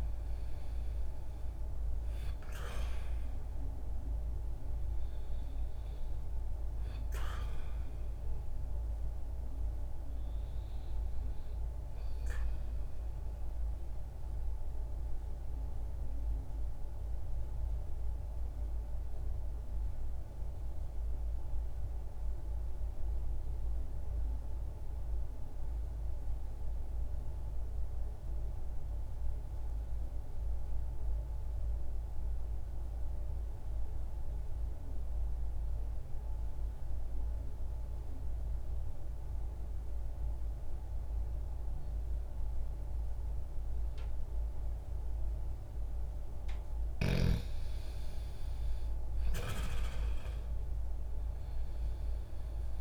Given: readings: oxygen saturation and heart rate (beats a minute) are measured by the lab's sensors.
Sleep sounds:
breathing in sleep, hard to hear, by a room microphone; 1
0.00-1.00 s: arousal
0.00-32.50 s: oxygen desaturation (device-marked, oxygen 82% lowest, heart rate 60 extreme)
13.50-46.00 s: mixed apnea (oxygen 98% before, 82% lowest, heart rate 60 before, 60 extreme, up 0 after)
43.50-52.81 s: oxygen desaturation (device-marked, oxygen 98% before, 83% lowest, heart rate 60 before, 60 extreme)
48.00-52.00 s: arousal
From the record:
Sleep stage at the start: N2 (light sleep); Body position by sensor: on the back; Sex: male

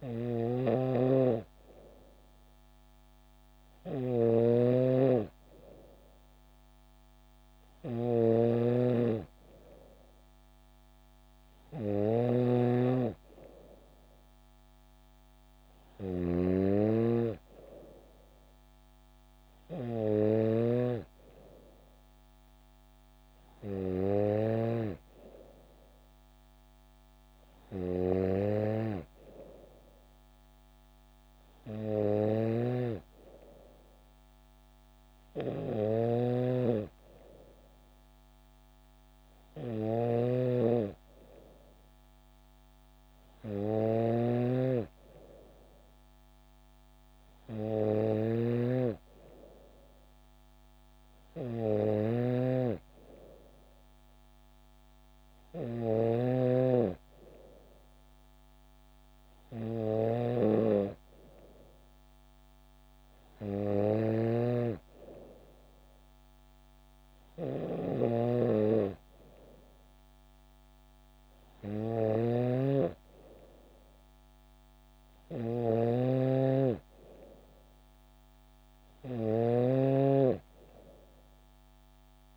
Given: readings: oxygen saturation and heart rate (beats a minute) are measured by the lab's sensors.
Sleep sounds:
breathing in sleep by a microphone on the trachea; none
0.00-25.00 s: snoring (device-marked)
23.00-30.00 s: bradycardia (device-marked, heart rate 69 before, 49 extreme)
32.50-82.37 s: snoring (device-marked)
From the record:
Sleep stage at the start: N3 (deep sleep); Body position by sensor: on the back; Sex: female

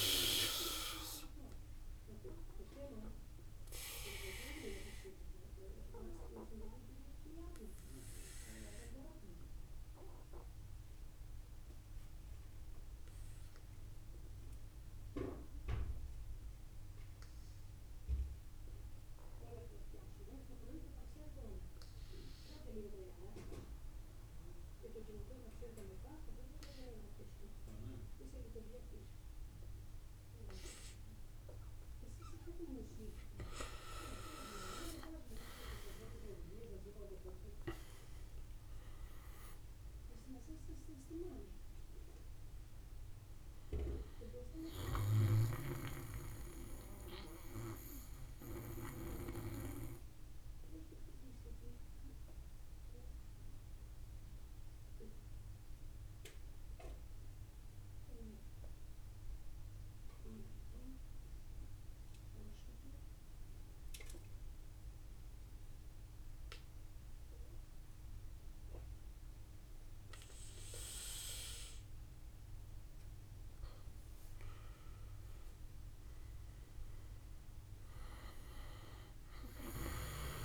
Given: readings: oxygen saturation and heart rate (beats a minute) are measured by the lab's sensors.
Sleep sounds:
breathing in sleep by a room microphone; 2
0.00-6.00 s: drop in pulse transit time (device-marked, heart rate 49 extreme)
0.00-17.00 s: oxygen desaturation (device-marked, oxygen 83% lowest, heart rate 49 extreme)
1.50-32.00 s: obstructive apnea (oxygen 98% before, 83% lowest, heart rate 60 before, 48 extreme, up 20 after)
19.00-51.00 s: oxygen desaturation (device-marked, oxygen 98% before, 83% lowest, heart rate 54 before, 48 extreme)
34.50-38.50 s: arousal
37.00-52.00 s: drop in pulse transit time (device-marked, heart rate 60 before, 48 extreme)
46.00-72.50 s: obstructive apnea (oxygen 98% before, 83% lowest, heart rate 64 before, 49 extreme, up 13 after)
74.50-77.50 s: arousal
79.00-80.45 s: oxygen desaturation (device-marked, oxygen 98% before, 90% lowest, heart rate 54 before, 52 extreme)
From the record:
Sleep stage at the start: N2 (light sleep); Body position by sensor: on the back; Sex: male

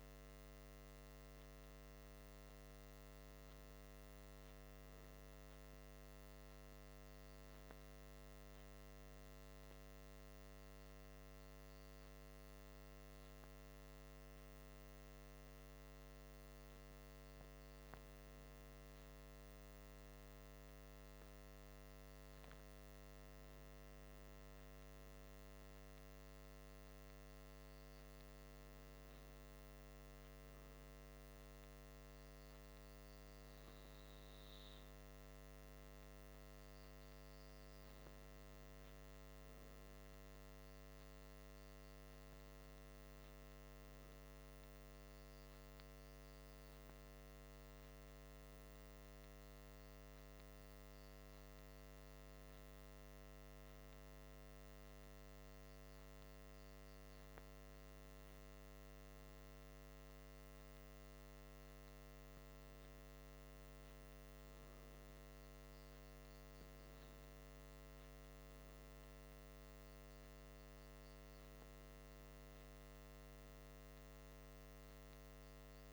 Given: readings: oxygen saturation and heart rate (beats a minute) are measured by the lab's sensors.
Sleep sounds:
breathing in sleep, hard to hear, by a microphone on the trachea; none
none scored
From the record:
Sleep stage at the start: N2 (light sleep); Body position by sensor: on the back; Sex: male

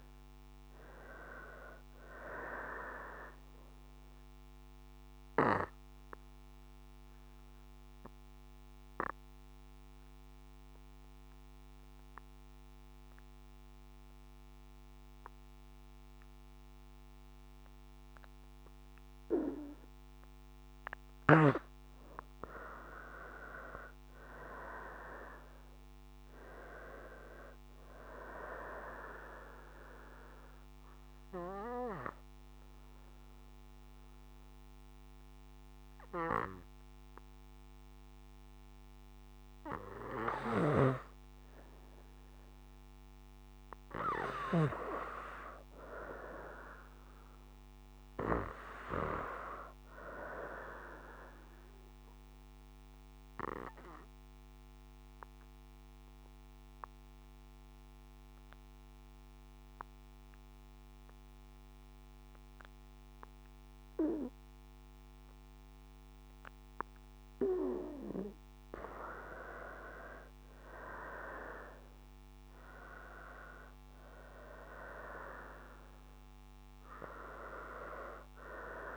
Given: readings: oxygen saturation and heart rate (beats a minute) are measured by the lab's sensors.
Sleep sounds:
breathing in sleep by a microphone on the trachea; 3
0.00-1.00 s: arousal
2.50-23.50 s: oxygen desaturation (device-marked, oxygen 93% before, 81% lowest, heart rate 61 before, 56 extreme)
3.50-18.00 s: obstructive apnea (oxygen 93% before, 81% lowest, heart rate 61 before, 56 extreme, up 2 after)
22.50-26.00 s: arousal
29.50-40.00 s: obstructive apnea (oxygen 93% before, 79% lowest, heart rate 59 before, 56 extreme, up 3 after)
32.50-50.50 s: oxygen desaturation (device-marked, oxygen 91% before, 81% lowest, heart rate 60 before, 56 extreme)
41.50-44.50 s: arousal
52.50-67.00 s: obstructive apnea (oxygen 92% before, 79% lowest, heart rate 58 before, 55 extreme, up 8 after)
59.50-69.50 s: oxygen desaturation (device-marked, oxygen 92% before, 85% lowest, heart rate 60 before, 55 extreme)
70.50-74.50 s: arousal
76.50-78.97 s: oxygen desaturation (device-marked, oxygen 89% before, 79% lowest, heart rate 60 before, 55 extreme)
From the record:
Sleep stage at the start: N2 (light sleep); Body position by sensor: on the right side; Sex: female

